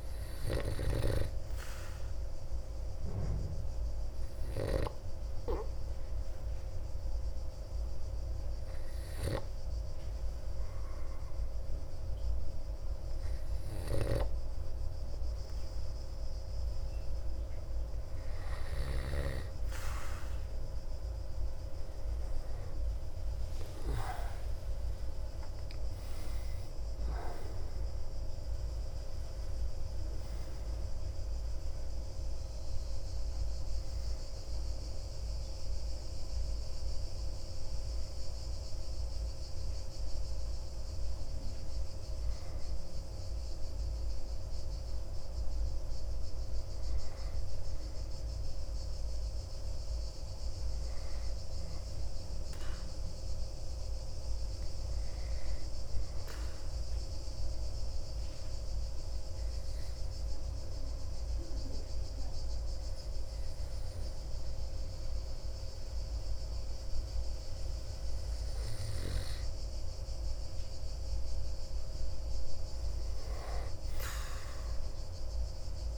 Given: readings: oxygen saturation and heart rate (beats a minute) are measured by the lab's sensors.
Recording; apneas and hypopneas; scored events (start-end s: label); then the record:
breathing in sleep by a room microphone; 2
2.50-19.00 s: obstructive apnea (oxygen 98% before, 94% lowest)
22.50-27.00 s: arousal
54.50-69.50 s: obstructive apnea (oxygen 99% before, 93% lowest)
67.00-75.98 s: new sleep stage, awake
73.00-75.98 s: oxygen desaturation (device-marked, oxygen 98% before, 93% lowest)
From the record:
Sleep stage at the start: N2 (light sleep); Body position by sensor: on the back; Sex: male